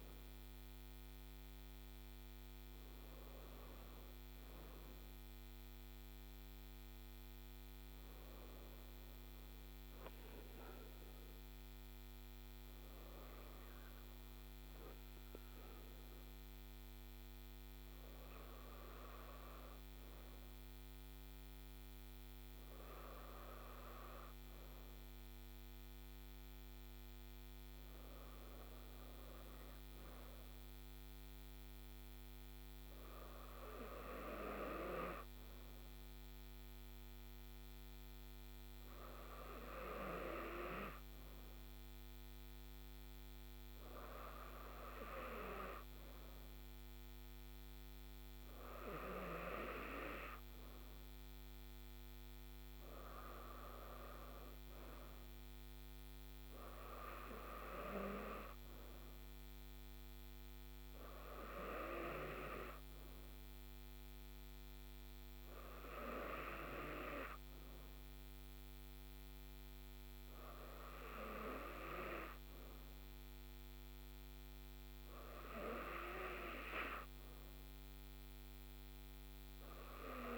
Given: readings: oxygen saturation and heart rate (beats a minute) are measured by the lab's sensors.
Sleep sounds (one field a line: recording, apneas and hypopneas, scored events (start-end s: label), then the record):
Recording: breathing in sleep by a microphone on the trachea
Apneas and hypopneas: none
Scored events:
none scored
From the record:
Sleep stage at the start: N2 (light sleep)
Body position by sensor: on the right side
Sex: female